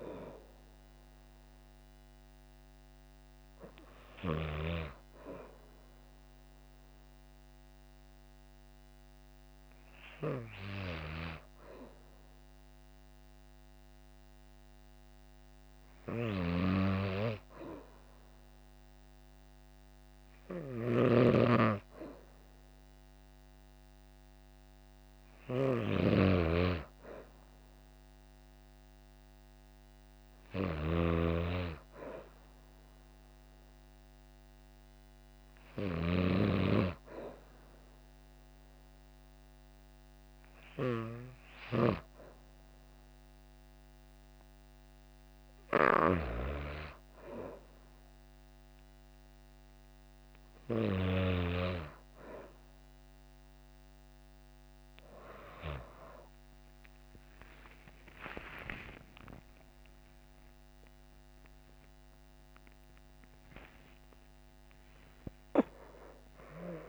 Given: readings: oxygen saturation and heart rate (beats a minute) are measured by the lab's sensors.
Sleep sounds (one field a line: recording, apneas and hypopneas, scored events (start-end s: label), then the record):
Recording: breathing in sleep by a microphone on the trachea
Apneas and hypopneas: none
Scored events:
15.50-35.50 s: snoring (device-marked)
59.00-66.89 s: new sleep stage, awake
From the record:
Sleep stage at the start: N2 (light sleep)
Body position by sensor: on the back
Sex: female